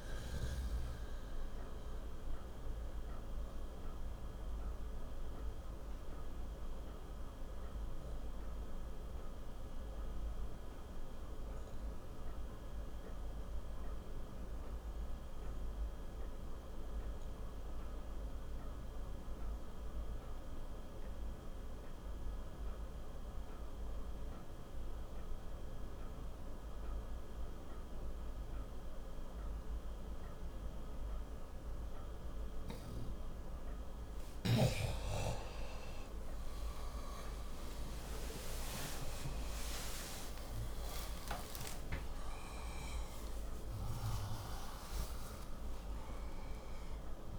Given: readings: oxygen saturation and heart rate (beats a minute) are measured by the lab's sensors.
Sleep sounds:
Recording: a person partly awake in a sleep study, hard to hear, by a room microphone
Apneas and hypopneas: 1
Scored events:
0.00-21.00 s: oxygen desaturation (device-marked, oxygen 89% lowest, heart rate 56 extreme)
3.00-33.00 s: obstructive apnea (oxygen 97% before, 89% lowest)
31.00-47.39 s: new sleep stage, awake
38.00-47.39 s: oxygen desaturation (device-marked, oxygen 97% before, 89% lowest)
From the record:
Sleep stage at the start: N2 (light sleep)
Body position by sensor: on the back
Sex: male

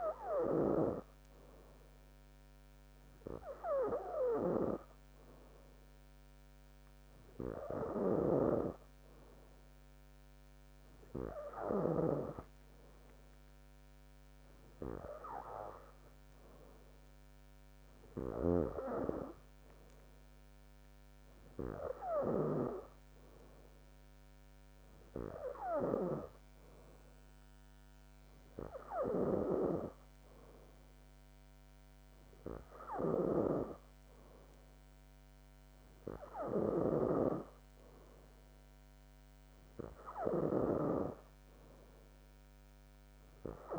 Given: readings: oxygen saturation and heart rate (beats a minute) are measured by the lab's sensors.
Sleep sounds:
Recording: breathing in sleep by a microphone on the trachea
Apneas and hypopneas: none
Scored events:
4.00-11.00 s: oxygen desaturation (device-marked, oxygen 96% before, 93% lowest, heart rate 65 before, 62 extreme)
8.00-12.50 s: snoring (device-marked)
33.00-37.00 s: snoring (device-marked)
From the record:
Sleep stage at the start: N2 (light sleep)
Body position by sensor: on the back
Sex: female

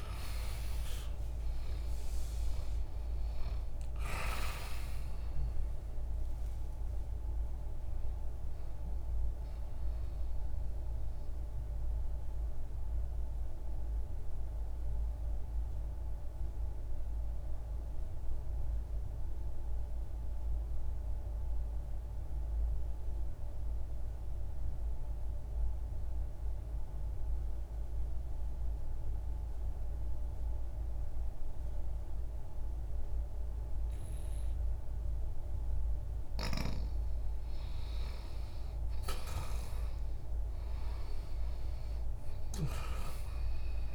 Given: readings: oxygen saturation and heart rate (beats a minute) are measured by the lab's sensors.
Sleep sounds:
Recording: breathing in sleep by a room microphone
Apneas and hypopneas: 1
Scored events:
0.00-1.50 s: arousal
0.00-5.50 s: oxygen desaturation (device-marked, oxygen 91% lowest, heart rate 60 extreme)
7.50-35.50 s: oxygen desaturation (device-marked, oxygen 94% before, 86% lowest, heart rate 64 before, 60 extreme)
10.50-36.00 s: mixed apnea (oxygen 97% before, 79% lowest, heart rate 70 before, 60 extreme, up 0 after)
38.50-43.50 s: arousal
40.50-43.95 s: oxygen desaturation (device-marked, oxygen 97% before, 79% lowest, heart rate 60 before, 60 extreme)
From the record:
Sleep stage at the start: N2 (light sleep)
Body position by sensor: on the left side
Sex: male

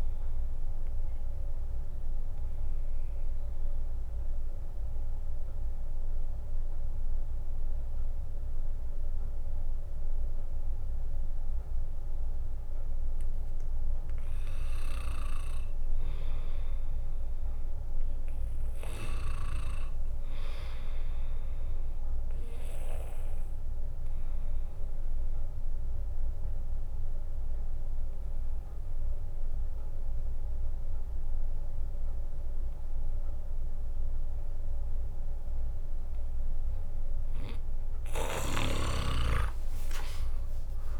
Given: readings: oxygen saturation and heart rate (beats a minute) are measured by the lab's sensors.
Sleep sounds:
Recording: breathing in sleep by a room microphone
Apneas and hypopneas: 2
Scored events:
0.00-10.00 s: drop in pulse transit time (device-marked, heart rate 67 extreme)
0.00-15.00 s: oxygen desaturation (device-marked, oxygen 95% lowest, heart rate 56 extreme)
1.00-12.50 s: obstructive apnea (oxygen 99% before, 95% lowest, heart rate 68 before, 56 extreme)
11.00-19.00 s: bradycardia (device-marked, heart rate 75 before, 56 extreme)
15.00-18.00 s: arousal
24.00-36.00 s: obstructive apnea (oxygen 100% before, 95% lowest, heart rate 67 before, 60 extreme, up 6 after)
38.50-41.00 s: arousal
From the record:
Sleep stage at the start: N2 (light sleep)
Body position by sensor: on the right side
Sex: female

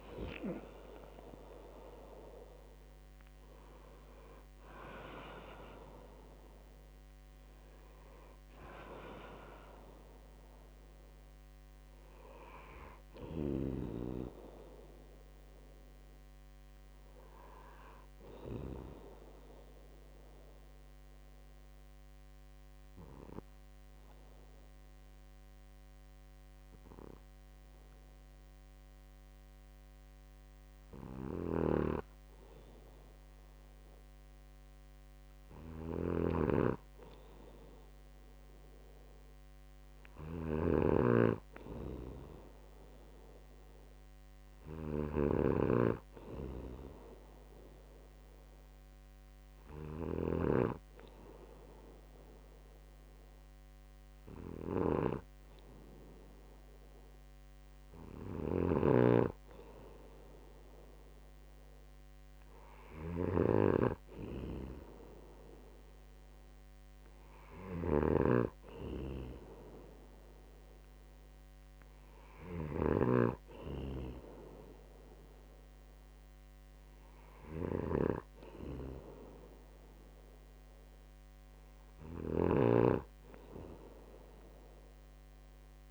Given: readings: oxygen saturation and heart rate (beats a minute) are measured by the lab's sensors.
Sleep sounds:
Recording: breathing in sleep by a microphone on the trachea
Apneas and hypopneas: 2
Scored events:
1.00-5.50 s: arousal
14.00-19.50 s: snoring (device-marked)
20.00-30.50 s: obstructive apnea (oxygen 95% before, 94% lowest, heart rate 65 before, 63 extreme, up 2 after)
32.00-85.91 s: snoring (device-marked)
33.50-37.00 s: arousal
48.00-59.00 s: hypopnea (oxygen 98% before, 94% lowest, heart rate 64 before, 62 extreme, up 1 after)
62.00-65.00 s: arousal
From the record:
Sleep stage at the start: N2 (light sleep)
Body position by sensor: on the right side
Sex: male

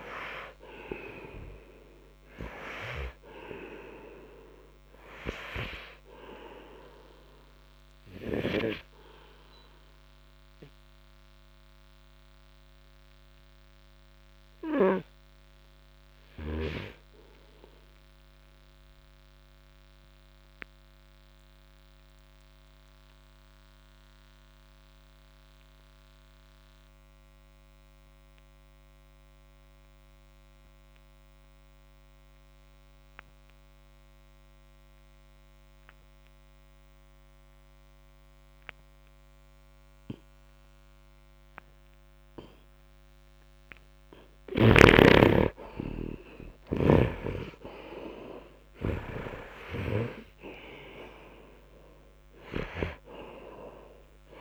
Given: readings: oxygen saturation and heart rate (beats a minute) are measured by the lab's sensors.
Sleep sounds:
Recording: breathing in sleep by a microphone on the trachea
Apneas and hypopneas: 1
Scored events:
0.00-23.00 s: oxygen desaturation (device-marked, oxygen 70% lowest, heart rate 54 extreme)
8.00-44.50 s: obstructive apnea (oxygen 94% before, 70% lowest, heart rate 59 before, 54 extreme, up 11 after)
46.50-51.00 s: arousal
From the record:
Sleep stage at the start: N2 (light sleep)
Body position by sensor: on the right side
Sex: male

